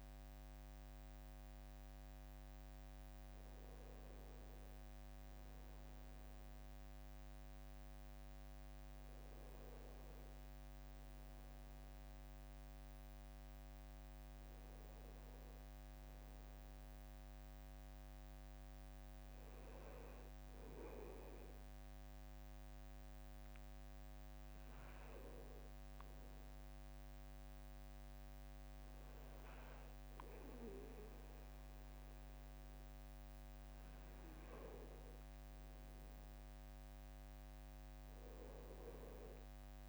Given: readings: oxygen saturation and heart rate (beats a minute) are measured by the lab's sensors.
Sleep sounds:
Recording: a person partly awake in a sleep study, hard to hear, by a microphone on the trachea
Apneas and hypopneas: 1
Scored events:
1.50-39.89 s: new sleep stage, N2 (light sleep)
24.00-35.50 s: hypopnea (oxygen 98% before, 92% lowest, heart rate 69 before, 68 extreme, up 3 after)
From the record:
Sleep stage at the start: awake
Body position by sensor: on the right side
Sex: male

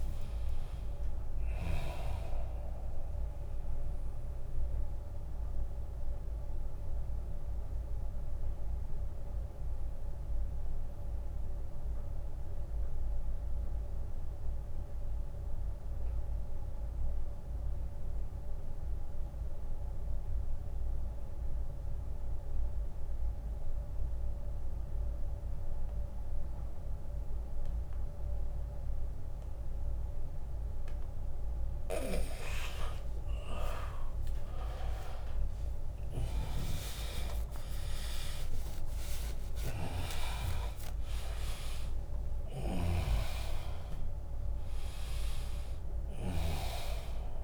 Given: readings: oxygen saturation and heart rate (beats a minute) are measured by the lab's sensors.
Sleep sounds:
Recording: breathing in sleep by a room microphone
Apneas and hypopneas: 1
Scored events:
0.00-13.50 s: oxygen desaturation (device-marked, oxygen 82% lowest, heart rate 66 extreme)
4.00-31.00 s: mixed apnea (oxygen 100% before, 81% lowest, heart rate 80 before, 66 extreme, up 19 after)
29.50-47.44 s: oxygen desaturation (device-marked, oxygen 100% before, 81% lowest, heart rate 74 before, 68 extreme)
32.50-39.00 s: arousal
34.50-47.44 s: drop in pulse transit time (device-marked, heart rate 74 before, 77 extreme)
From the record:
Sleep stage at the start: N2 (light sleep)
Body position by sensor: on the back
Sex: male

